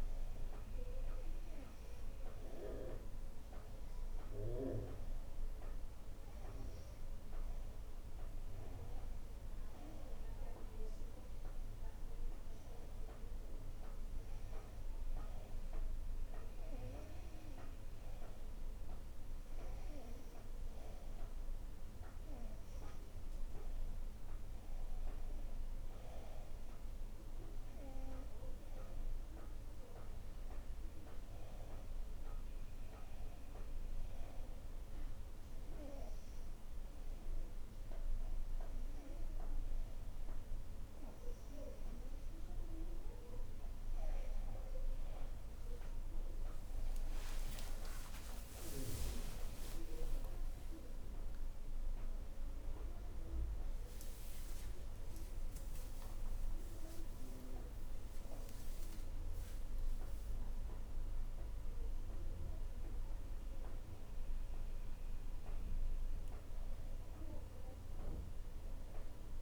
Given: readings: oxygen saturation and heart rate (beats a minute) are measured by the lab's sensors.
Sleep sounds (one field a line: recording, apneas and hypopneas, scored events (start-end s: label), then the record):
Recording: breathing in sleep by a room microphone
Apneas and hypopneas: none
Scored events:
46.00-51.00 s: arousal
52.00-65.00 s: oxygen desaturation (device-marked, oxygen 95% before, 91% lowest, heart rate 84 before, 69 extreme)
From the record:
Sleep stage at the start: N2 (light sleep)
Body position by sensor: on the right side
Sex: female